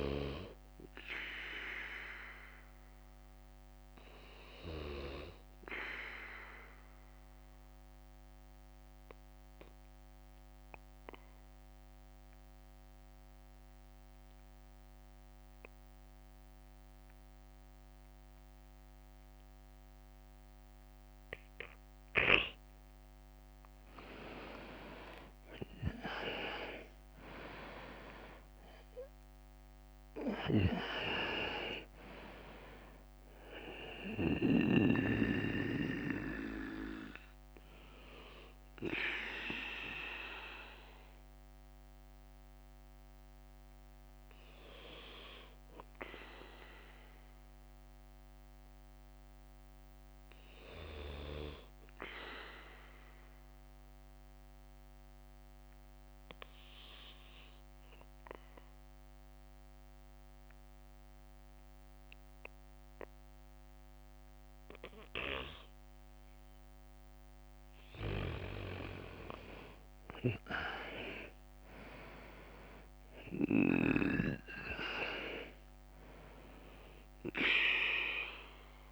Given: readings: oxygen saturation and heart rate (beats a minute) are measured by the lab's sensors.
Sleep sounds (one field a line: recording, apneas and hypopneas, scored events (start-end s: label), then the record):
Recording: breathing in sleep by a microphone on the trachea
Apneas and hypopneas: 2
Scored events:
0.00-2.00 s: arousal
0.00-24.50 s: bradycardia (device-marked, heart rate 52 extreme)
6.00-21.00 s: obstructive apnea (oxygen 94% before, 89% lowest, heart rate 58 before, 52 extreme, up 13 after)
10.50-18.50 s: drop in pulse transit time (device-marked, heart rate 58 before, 54 extreme)
26.00-30.50 s: arousal
29.50-41.50 s: drop in pulse transit time (device-marked, heart rate 56 before, 56 extreme)
36.50-68.50 s: bradycardia (device-marked, heart rate 59 before, 53 extreme)
45.50-59.50 s: oxygen desaturation (device-marked, oxygen 94% before, 89% lowest, heart rate 62 before, 53 extreme)
53.50-67.00 s: obstructive apnea (oxygen 96% before, 89% lowest, heart rate 58 before, 53 extreme, up 10 after)
70.00-73.50 s: arousal
72.50-78.92 s: drop in pulse transit time (device-marked, heart rate 56 before, 53 extreme)
73.50-78.92 s: oxygen desaturation (device-marked, oxygen 97% before, 90% lowest, heart rate 56 before, 53 extreme)
75.50-78.92 s: bradycardia (device-marked, heart rate 58 before, 45 extreme)
From the record:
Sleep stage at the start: N2 (light sleep)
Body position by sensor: on the back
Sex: male